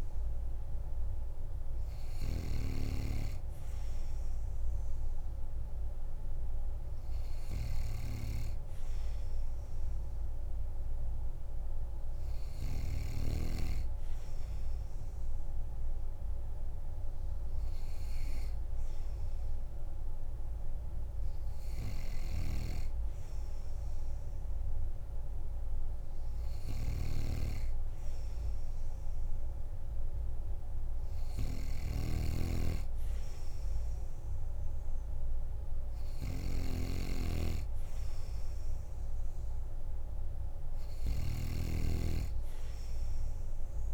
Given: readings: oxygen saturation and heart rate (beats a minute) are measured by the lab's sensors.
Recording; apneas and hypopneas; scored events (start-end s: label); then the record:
breathing in sleep by a room microphone; none
32.00-37.00 s: snoring (device-marked)
From the record:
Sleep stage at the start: N2 (light sleep); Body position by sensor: on the back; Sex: male